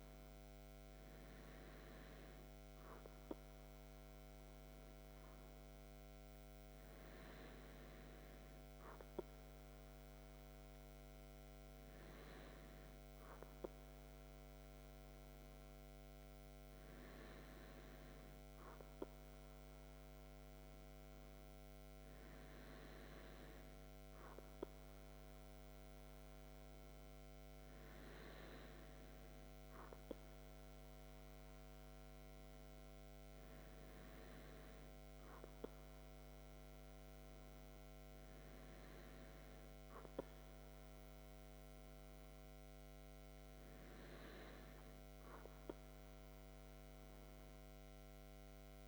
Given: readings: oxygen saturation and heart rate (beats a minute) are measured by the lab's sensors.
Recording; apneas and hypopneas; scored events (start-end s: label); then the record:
breathing in sleep, hard to hear, by a microphone on the trachea; none
none scored
From the record:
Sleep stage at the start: N2 (light sleep); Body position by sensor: on the back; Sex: male